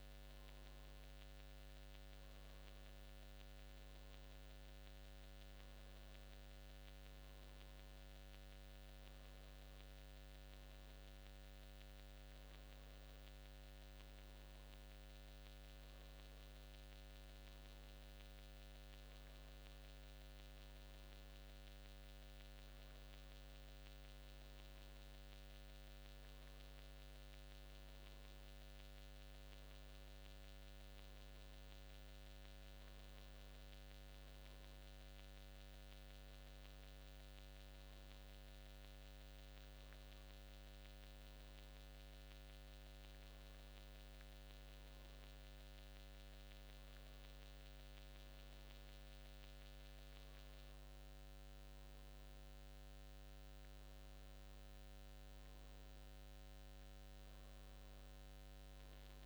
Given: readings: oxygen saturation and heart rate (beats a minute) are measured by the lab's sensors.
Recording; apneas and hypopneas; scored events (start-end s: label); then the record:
breathing in sleep, hard to hear, by a microphone on the trachea; none
none scored
From the record:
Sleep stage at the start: N2 (light sleep); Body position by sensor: on the back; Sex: male